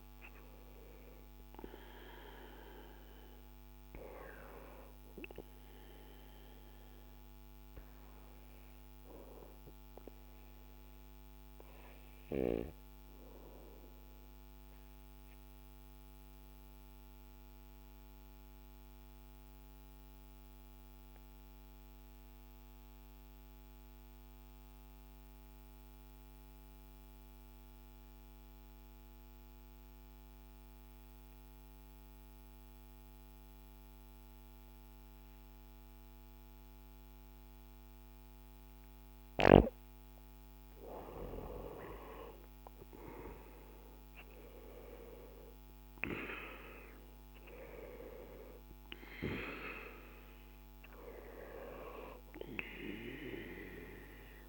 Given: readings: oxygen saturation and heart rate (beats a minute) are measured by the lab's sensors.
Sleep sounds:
breathing in sleep by a microphone on the trachea; 1
0.00-24.00 s: oxygen desaturation (device-marked, oxygen 87% lowest, heart rate 56 extreme)
10.00-39.50 s: obstructive apnea (oxygen 97% before, 87% lowest, heart rate 60 before, 56 extreme, up 8 after)
41.50-45.50 s: arousal
45.00-54.49 s: oxygen desaturation (device-marked, oxygen 97% before, 87% lowest, heart rate 57 before, 55 extreme)
From the record:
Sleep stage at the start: N2 (light sleep); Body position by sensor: on the back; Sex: male

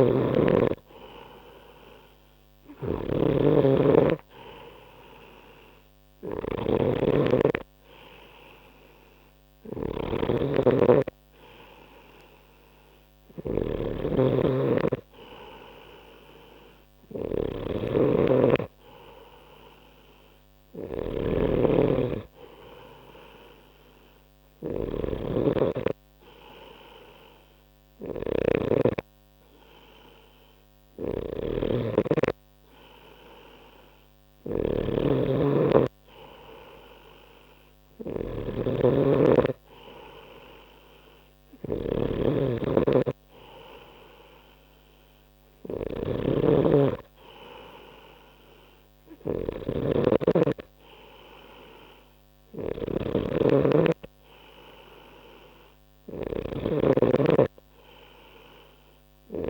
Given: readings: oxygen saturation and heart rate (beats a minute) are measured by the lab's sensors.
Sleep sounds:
breathing in sleep by a microphone on the trachea; none
0.00-59.50 s: snoring (device-marked)
From the record:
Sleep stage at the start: N3 (deep sleep); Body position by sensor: on the right side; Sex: male

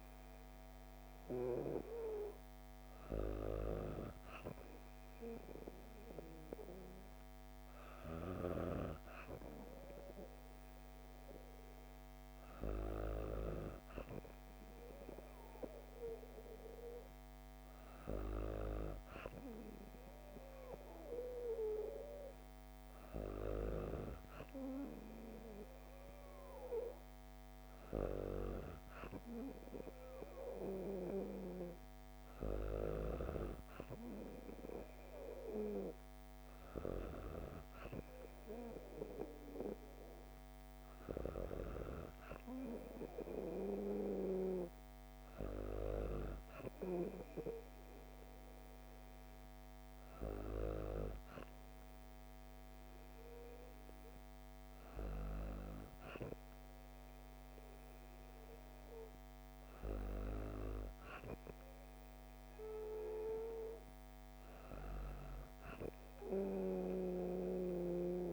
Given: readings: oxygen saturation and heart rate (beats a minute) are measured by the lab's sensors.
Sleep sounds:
breathing in sleep by a microphone on the trachea; none
none scored
From the record:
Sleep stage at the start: N2 (light sleep); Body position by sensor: on the back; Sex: female

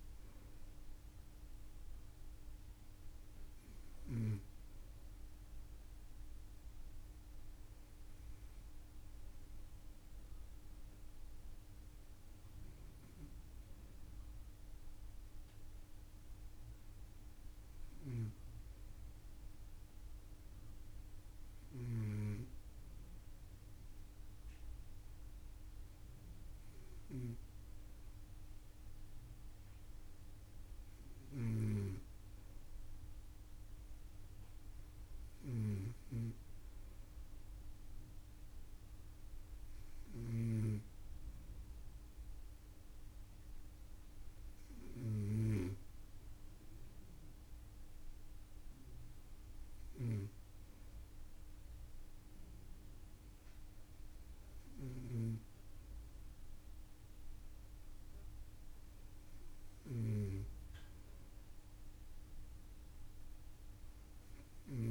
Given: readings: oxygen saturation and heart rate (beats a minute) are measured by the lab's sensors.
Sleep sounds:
breathing in sleep by a room microphone; none
none scored
From the record:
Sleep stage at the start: N2 (light sleep); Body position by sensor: on the front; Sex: female

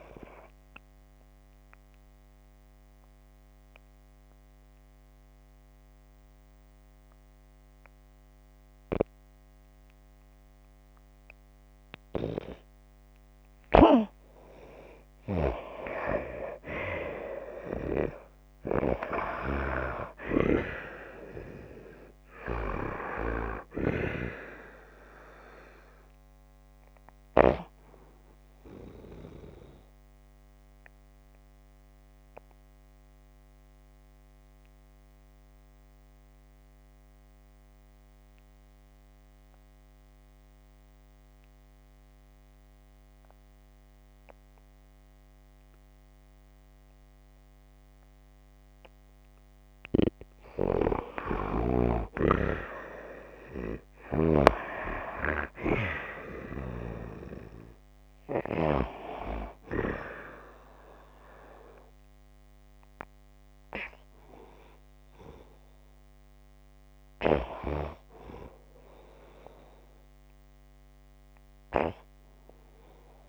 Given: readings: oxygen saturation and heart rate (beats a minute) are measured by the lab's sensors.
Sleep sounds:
breathing in sleep by a microphone on the trachea; 2
0.00-15.50 s: oxygen desaturation (device-marked, oxygen 89% lowest)
0.50-12.50 s: obstructive apnea (oxygen 95% before, 89% lowest)
14.50-27.00 s: snoring (device-marked)
16.50-20.00 s: arousal
29.00-48.50 s: obstructive apnea (oxygen 95% before, 89% lowest)
40.50-63.50 s: oxygen desaturation (device-marked, oxygen 95% before, 89% lowest)
50.00-58.50 s: snoring (device-marked)
51.00-54.00 s: arousal
From the record:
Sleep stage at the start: N2 (light sleep); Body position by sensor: on the back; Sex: female

